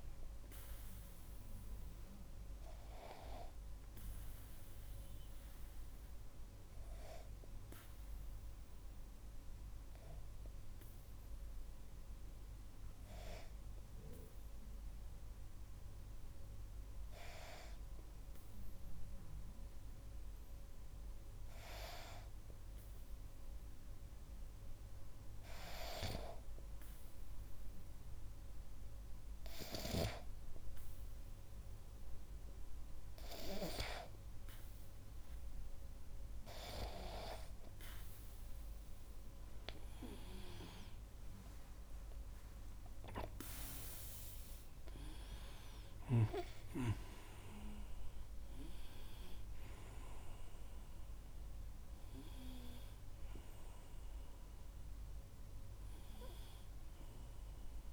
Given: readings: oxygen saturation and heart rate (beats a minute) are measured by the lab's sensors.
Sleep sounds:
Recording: breathing in sleep by a room microphone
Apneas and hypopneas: 1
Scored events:
0.00-10.50 s: oxygen desaturation (device-marked, oxygen 94% lowest, heart rate 46 extreme)
3.00-23.50 s: obstructive apnea (oxygen 98% before, 95% lowest, heart rate 52 before, 45 extreme, up 11 after)
25.50-28.50 s: arousal
From the record:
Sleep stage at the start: N2 (light sleep)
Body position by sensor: on the back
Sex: male

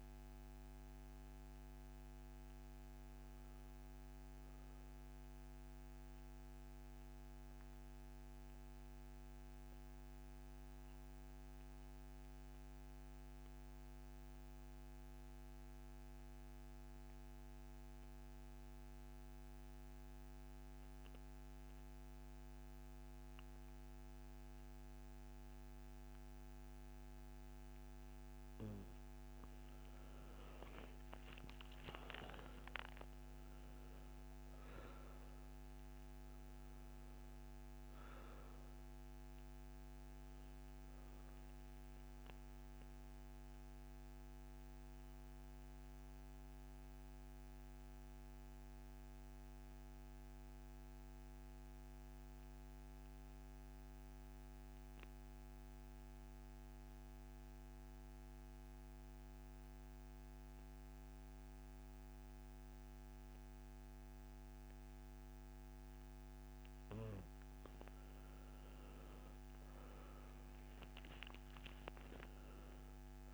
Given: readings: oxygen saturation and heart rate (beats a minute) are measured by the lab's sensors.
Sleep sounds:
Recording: breathing in sleep, hard to hear, by a microphone on the trachea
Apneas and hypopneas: 2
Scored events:
0.00-4.50 s: oxygen desaturation (device-marked, oxygen 80% lowest, heart rate 64 extreme)
6.00-28.50 s: mixed apnea (oxygen 98% before, 80% lowest, heart rate 75 before, 62 extreme, up 13 after)
25.50-51.50 s: oxygen desaturation (device-marked, oxygen 97% before, 81% lowest, heart rate 67 before, 62 extreme)
30.50-35.00 s: arousal
41.50-66.00 s: obstructive apnea (oxygen 98% before, 80% lowest, heart rate 71 before, 62 extreme, up 14 after)
65.50-73.34 s: oxygen desaturation (device-marked, oxygen 98% before, 80% lowest, heart rate 65 before, 62 extreme)
68.00-71.50 s: arousal
From the record:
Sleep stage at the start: N2 (light sleep)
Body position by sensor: on the back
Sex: male

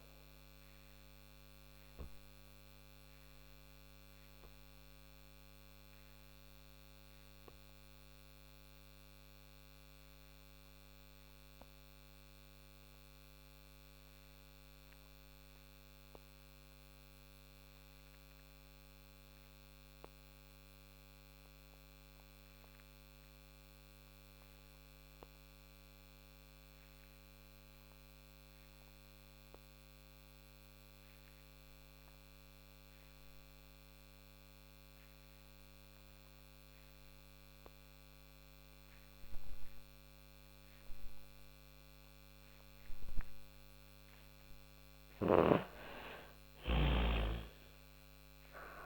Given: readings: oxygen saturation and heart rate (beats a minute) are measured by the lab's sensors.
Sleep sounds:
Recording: breathing in sleep, hard to hear, by a microphone on the trachea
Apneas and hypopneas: 1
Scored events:
0.00-20.00 s: oxygen desaturation (device-marked, oxygen 86% lowest, heart rate 38 extreme)
2.50-40.00 s: obstructive apnea (oxygen 98% before, 81% lowest, heart rate 63 before, 38 extreme)
31.00-48.86 s: oxygen desaturation (device-marked, oxygen 99% before, 86% lowest, heart rate 48 before, 38 extreme)
42.00-47.00 s: arousal
43.50-48.00 s: snoring (device-marked)
From the record:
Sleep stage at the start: N2 (light sleep)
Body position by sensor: on the back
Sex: female

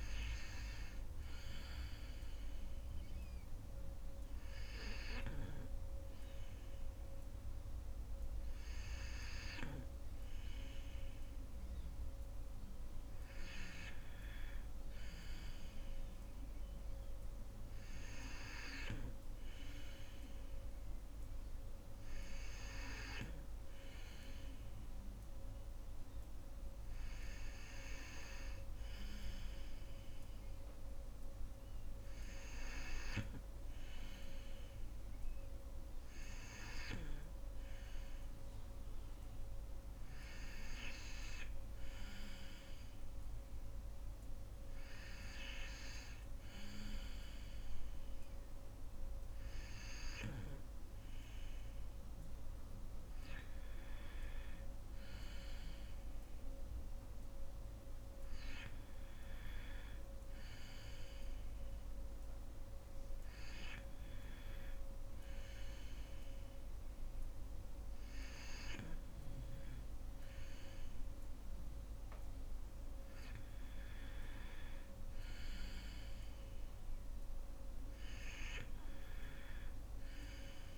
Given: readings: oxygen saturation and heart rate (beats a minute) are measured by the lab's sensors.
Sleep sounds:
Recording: breathing in sleep by a room microphone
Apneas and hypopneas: 1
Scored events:
2.00-12.50 s: hypopnea (oxygen 94% before, 92% lowest, heart rate 66 before, 63 extreme)
13.00-16.00 s: arousal
From the record:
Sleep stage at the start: N2 (light sleep)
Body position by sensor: on the back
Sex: female

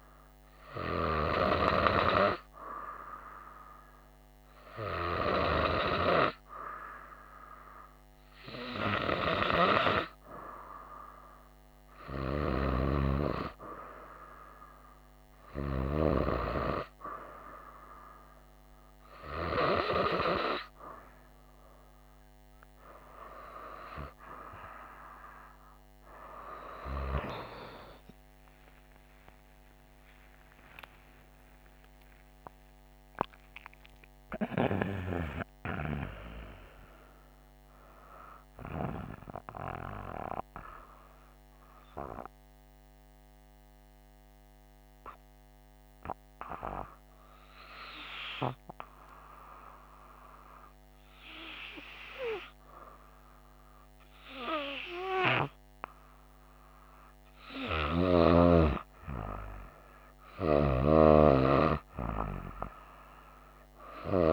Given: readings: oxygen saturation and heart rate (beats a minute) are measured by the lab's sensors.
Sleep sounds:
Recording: breathing in sleep by a microphone on the trachea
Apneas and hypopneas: 1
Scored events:
28.50-36.00 s: arousal
43.50-57.00 s: hypopnea (oxygen 96% before, 93% lowest, heart rate 70 before, 59 extreme, up 2 after)
58.00-61.00 s: arousal
60.00-64.33 s: oxygen desaturation (device-marked, oxygen 98% before, 93% lowest, heart rate 68 before, 59 extreme)
From the record:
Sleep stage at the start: N2 (light sleep)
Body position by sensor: on the right side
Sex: female

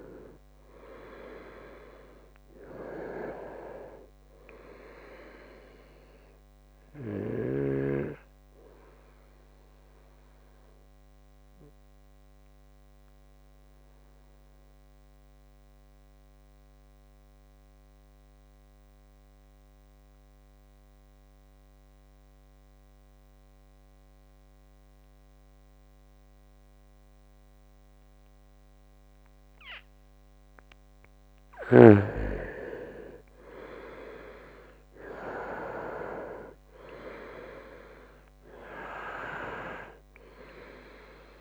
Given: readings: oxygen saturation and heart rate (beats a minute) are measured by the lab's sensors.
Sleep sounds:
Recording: breathing in sleep by a microphone on the trachea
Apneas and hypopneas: 1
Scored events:
0.00-22.00 s: oxygen desaturation (device-marked, oxygen 89% lowest, heart rate 66 extreme)
10.00-29.50 s: obstructive apnea (oxygen 98% before, 87% lowest, heart rate 72 before, 67 extreme, up 4 after)
30.00-41.41 s: oxygen desaturation (device-marked, oxygen 98% before, 87% lowest, heart rate 69 before, 65 extreme)
31.50-36.50 s: arousal
From the record:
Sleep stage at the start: N2 (light sleep)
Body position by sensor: on the right side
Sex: male

